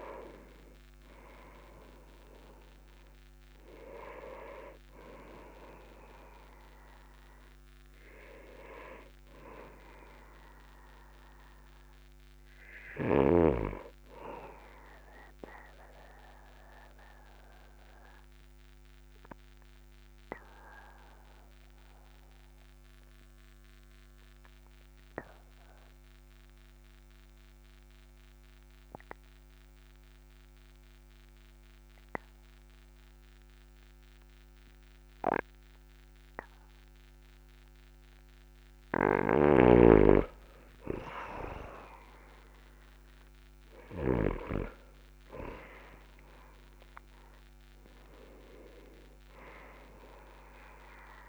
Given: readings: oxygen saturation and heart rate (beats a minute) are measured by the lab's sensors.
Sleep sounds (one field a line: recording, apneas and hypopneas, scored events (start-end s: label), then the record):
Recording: breathing in sleep by a microphone on the trachea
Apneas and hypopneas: 1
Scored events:
11.50-35.50 s: oxygen desaturation (device-marked, oxygen 98% before, 91% lowest, heart rate 48 before, 44 extreme)
17.00-38.50 s: obstructive apnea (oxygen 98% before, 91% lowest, heart rate 48 before, 44 extreme, up 3 after)
42.00-45.50 s: arousal
From the record:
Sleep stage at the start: N2 (light sleep)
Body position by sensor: on the back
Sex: male